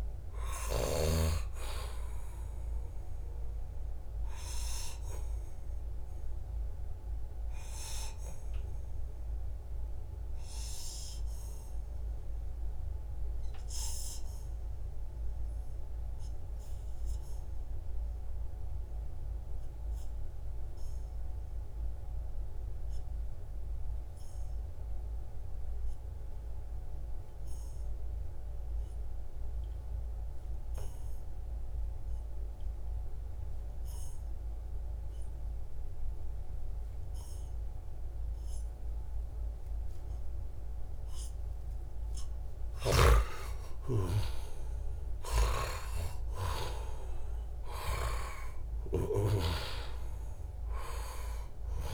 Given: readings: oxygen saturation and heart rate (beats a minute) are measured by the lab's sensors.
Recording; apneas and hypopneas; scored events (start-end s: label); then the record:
breathing in sleep by a room microphone; 1
0.00-1.00 s: snoring (device-marked)
0.00-12.50 s: oxygen desaturation (device-marked, oxygen 88% lowest, heart rate 66 extreme)
3.50-41.00 s: obstructive apnea (oxygen 97% before, 87% lowest, heart rate 76 before, 64 extreme, up 8 after)
33.50-51.94 s: oxygen desaturation (device-marked, oxygen 97% before, 87% lowest, heart rate 71 before, 64 extreme)
42.50-46.50 s: arousal
From the record:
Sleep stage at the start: N2 (light sleep); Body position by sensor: on the back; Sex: male